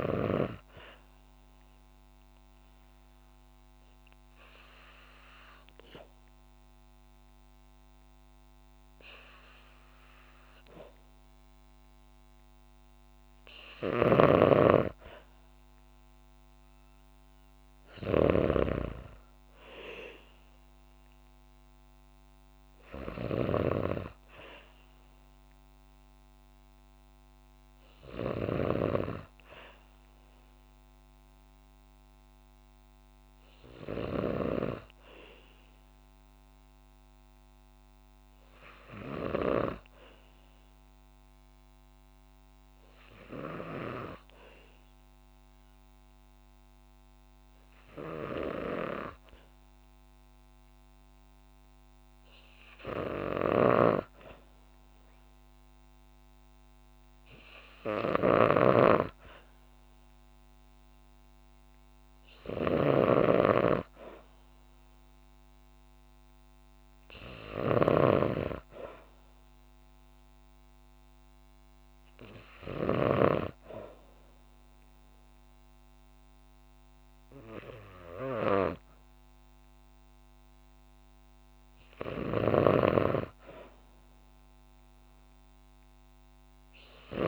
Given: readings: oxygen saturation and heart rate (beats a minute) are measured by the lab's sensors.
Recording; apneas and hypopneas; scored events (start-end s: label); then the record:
breathing in sleep by a microphone on the trachea; 1
13.50-28.50 s: snoring (device-marked)
40.00-50.50 s: obstructive apnea (oxygen 97% before, 94% lowest, heart rate 59 before, 58 extreme, up 2 after)
52.00-55.50 s: arousal
53.00-73.00 s: snoring (device-marked)
54.50-69.50 s: oxygen desaturation (device-marked, oxygen 97% before, 94% lowest, heart rate 60 before, 58 extreme)
82.00-87.00 s: snoring (device-marked)
From the record:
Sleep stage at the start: N2 (light sleep); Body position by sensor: on the back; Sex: female